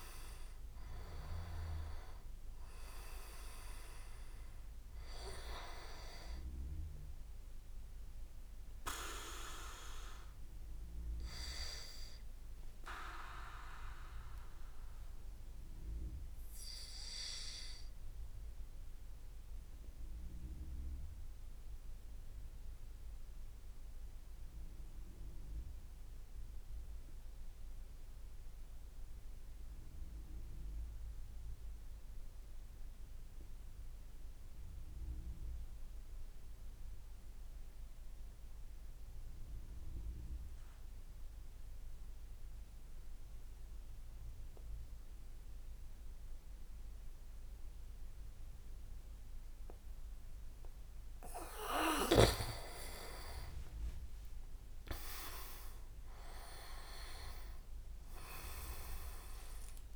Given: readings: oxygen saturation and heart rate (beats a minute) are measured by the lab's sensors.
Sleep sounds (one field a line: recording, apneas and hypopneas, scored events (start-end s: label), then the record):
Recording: breathing in sleep by a room microphone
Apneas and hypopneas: 1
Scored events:
0.00-12.50 s: oxygen desaturation (device-marked, oxygen 93% lowest, heart rate 35 extreme)
14.00-51.50 s: mixed apnea (oxygen 98% before, 94% lowest, heart rate 53 before, 52 extreme, up 31 after)
44.50-59.96 s: oxygen desaturation (device-marked, oxygen 99% before, 94% lowest, heart rate 64 before, 52 extreme)
52.00-56.50 s: leg movement (device-marked)
53.00-56.00 s: arousal
From the record:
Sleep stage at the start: N2 (light sleep)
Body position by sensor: on the back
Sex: male